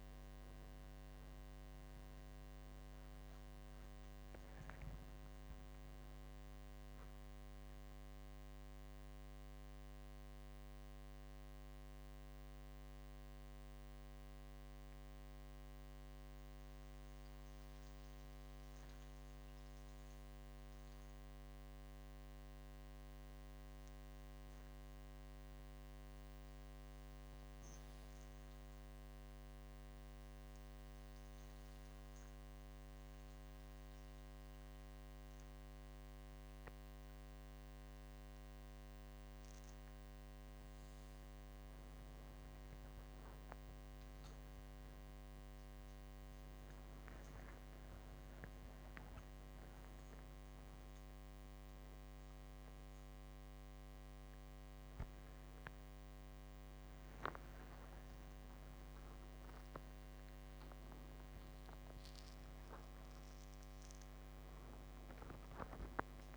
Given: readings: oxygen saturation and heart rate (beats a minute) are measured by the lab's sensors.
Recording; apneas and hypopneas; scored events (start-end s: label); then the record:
a person awake in a sleep study, hard to hear, by a microphone on the trachea; none
none scored
From the record:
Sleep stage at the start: awake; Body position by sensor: on the front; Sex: male